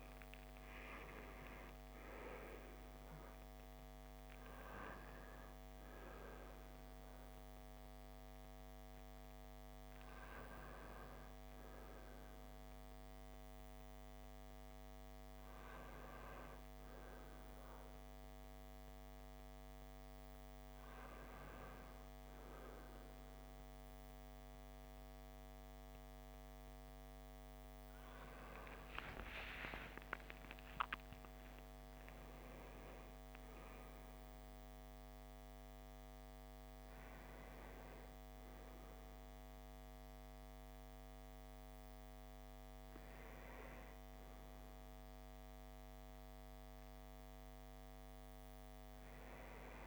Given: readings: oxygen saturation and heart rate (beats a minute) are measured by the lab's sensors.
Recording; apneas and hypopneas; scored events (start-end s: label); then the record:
breathing in sleep, hard to hear, by a microphone on the trachea; none
none scored
From the record:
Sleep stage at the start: N1 (lightest sleep); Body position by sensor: on the back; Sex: male